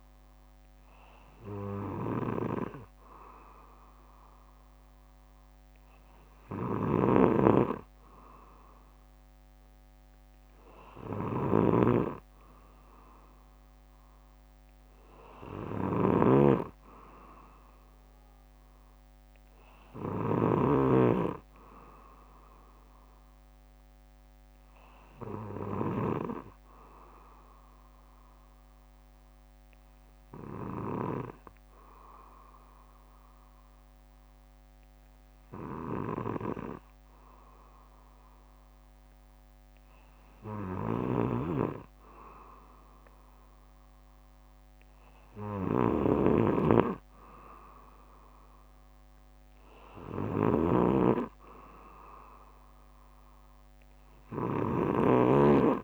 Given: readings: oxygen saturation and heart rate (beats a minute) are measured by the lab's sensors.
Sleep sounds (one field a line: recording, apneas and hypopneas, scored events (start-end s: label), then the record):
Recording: breathing in sleep by a microphone on the trachea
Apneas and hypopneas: 1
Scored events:
6.50-20.50 s: snoring (device-marked)
25.50-27.50 s: bradycardia (device-marked, heart rate 61 before, 60 extreme)
27.00-39.50 s: hypopnea (oxygen 95% before, 93% lowest, heart rate 64 before, 57 extreme, up 4 after)
35.50-41.50 s: bradycardia (device-marked, heart rate 61 before, 59 extreme)
41.00-55.50 s: snoring (device-marked)
42.50-45.50 s: arousal
43.50-45.50 s: bradycardia (device-marked, heart rate 61 before, 59 extreme)
48.50-50.50 s: bradycardia (device-marked, heart rate 61 before, 63 extreme)
51.50-53.50 s: bradycardia (device-marked, heart rate 61 before, 57 extreme)
From the record:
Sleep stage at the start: N2 (light sleep)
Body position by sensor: on the back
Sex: male